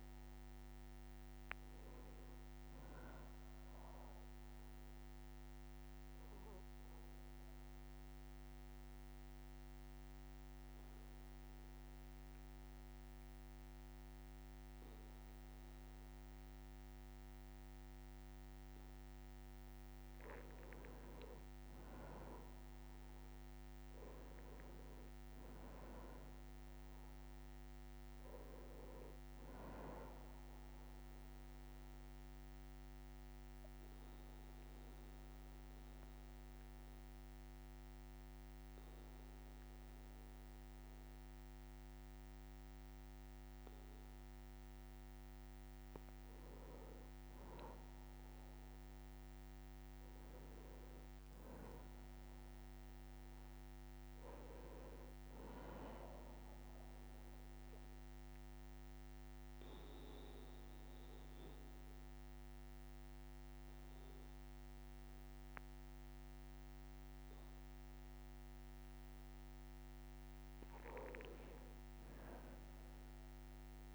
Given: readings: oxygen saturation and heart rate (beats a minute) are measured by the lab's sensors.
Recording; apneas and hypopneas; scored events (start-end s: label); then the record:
breathing in sleep, hard to hear, by a microphone on the trachea; 3
4.50-18.50 s: obstructive apnea (oxygen 97% before, 93% lowest, heart rate 63 before, 60 extreme, up 2 after)
16.00-73.94 s: new sleep stage, N2 (light sleep)
21.50-25.50 s: arousal
26.00-43.00 s: oxygen desaturation (device-marked, oxygen 96% before, 93% lowest, heart rate 62 before, 60 extreme)
31.00-44.00 s: obstructive apnea (oxygen 96% before, 93% lowest, heart rate 62 before, 60 extreme, up 3 after)
46.50-51.50 s: arousal
58.00-69.50 s: obstructive apnea (oxygen 98% before, 94% lowest, heart rate 62 before, 60 extreme, up 3 after)
72.00-73.94 s: arousal
From the record:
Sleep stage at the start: N1 (lightest sleep); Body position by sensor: on the back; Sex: male